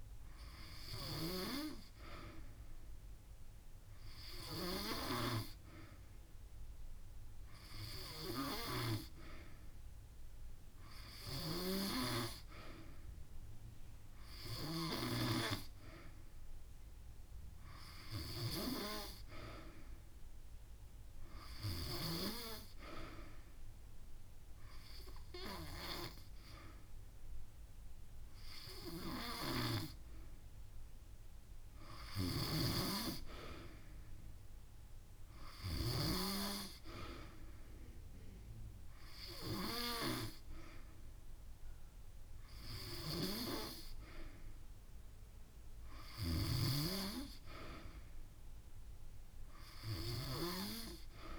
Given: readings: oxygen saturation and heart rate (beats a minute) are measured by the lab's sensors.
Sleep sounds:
breathing in sleep by a room microphone; none
45.50-47.50 s: long interval between heartbeats (device-marked)
From the record:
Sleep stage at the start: N2 (light sleep); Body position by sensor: on the back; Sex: female

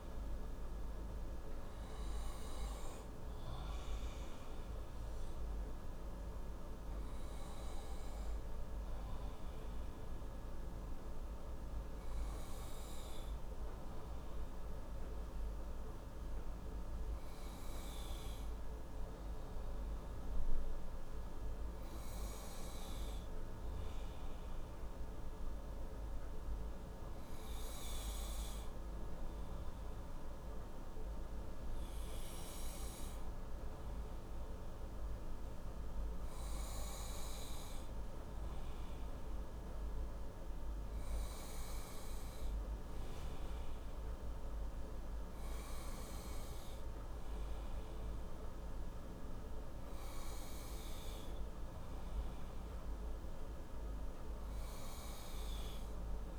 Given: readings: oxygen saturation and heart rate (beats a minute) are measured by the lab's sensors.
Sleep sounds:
breathing in sleep, hard to hear, by a room microphone; none
none scored
From the record:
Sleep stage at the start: N1 (lightest sleep); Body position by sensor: on the right side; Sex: male

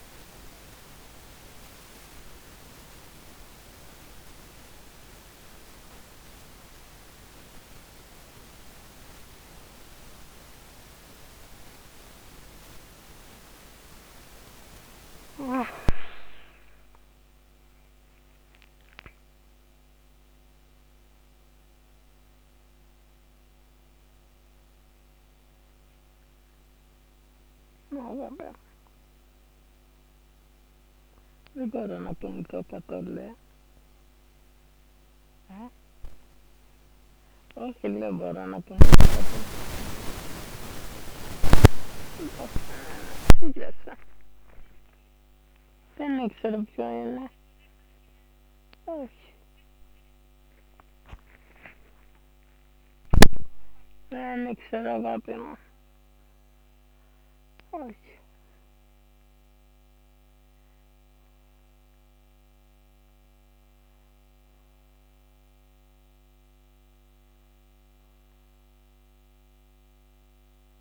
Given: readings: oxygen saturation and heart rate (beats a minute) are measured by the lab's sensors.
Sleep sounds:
a person awake in a sleep study, by a microphone on the trachea; none
16.50-70.81 s: new sleep stage, awake
From the record:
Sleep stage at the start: N1 (lightest sleep); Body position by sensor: on the back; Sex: female

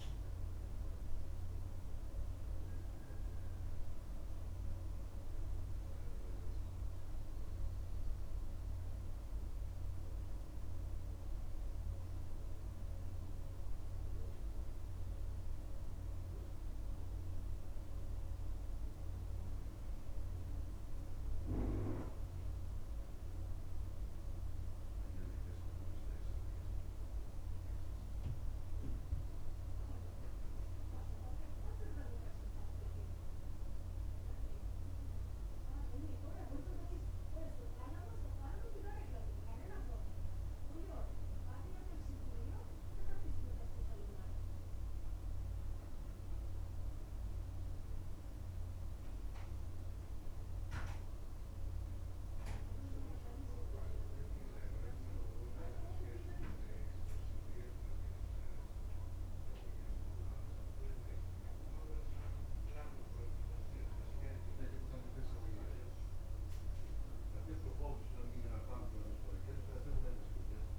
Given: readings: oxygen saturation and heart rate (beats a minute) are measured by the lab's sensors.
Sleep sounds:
breathing in sleep by a room microphone; none
none scored
From the record:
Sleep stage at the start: N2 (light sleep); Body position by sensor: on the back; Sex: male

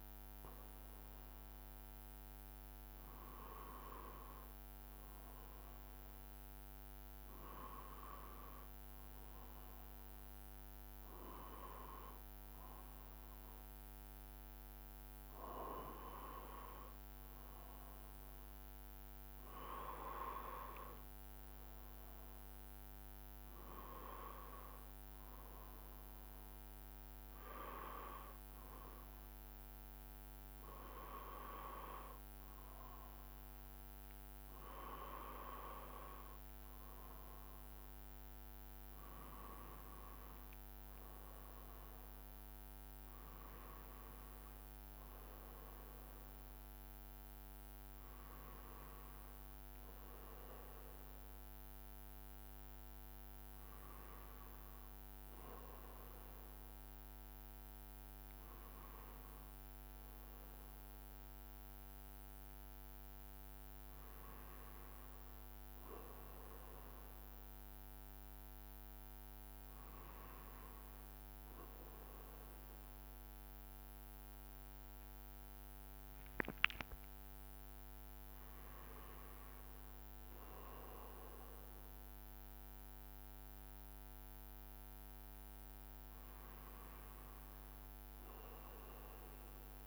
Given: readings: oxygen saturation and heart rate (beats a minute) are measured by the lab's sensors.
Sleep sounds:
breathing in sleep by a microphone on the trachea; none
37.50-42.50 s: arousal
45.50-89.87 s: new sleep stage, N1 (lightest sleep)
From the record:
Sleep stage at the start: N2 (light sleep); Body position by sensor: on the right side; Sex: male

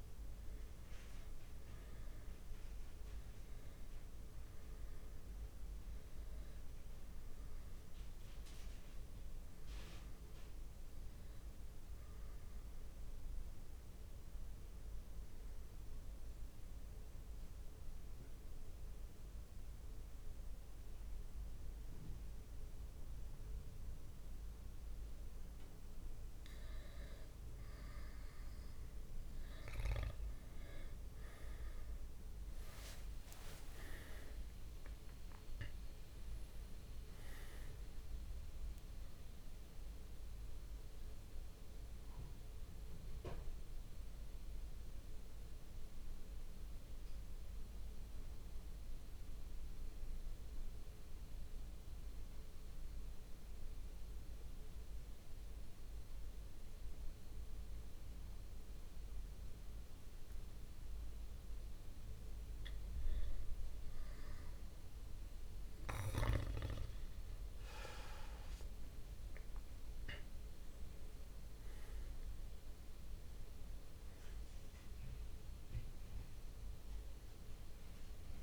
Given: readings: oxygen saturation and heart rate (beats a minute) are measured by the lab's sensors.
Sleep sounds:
breathing in sleep by a room microphone; 2
0.00-2.00 s: oxygen desaturation (device-marked, oxygen 95% lowest)
5.00-9.50 s: arousal
14.00-26.00 s: central apnea (oxygen 98% before, 96% lowest)
15.50-17.50 s: long interval between heartbeats (device-marked)
29.50-34.00 s: arousal
44.00-48.00 s: drop in pulse transit time (device-marked)
48.50-62.00 s: central apnea (oxygen 99% before, 96% lowest)
55.50-57.50 s: long interval between heartbeats (device-marked)
66.50-72.00 s: arousal
From the record:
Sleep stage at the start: N2 (light sleep); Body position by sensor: on the back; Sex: male

